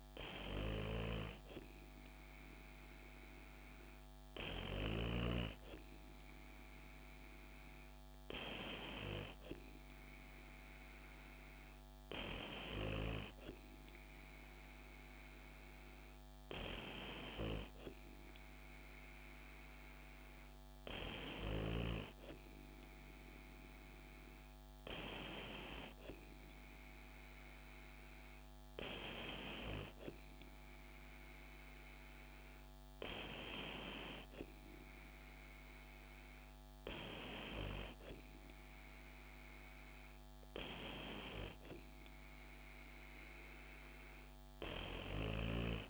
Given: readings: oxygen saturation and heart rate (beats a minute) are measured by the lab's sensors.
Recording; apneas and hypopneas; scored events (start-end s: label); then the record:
breathing in sleep by a microphone on the trachea; none
none scored
From the record:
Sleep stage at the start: N2 (light sleep); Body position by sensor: on the back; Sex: female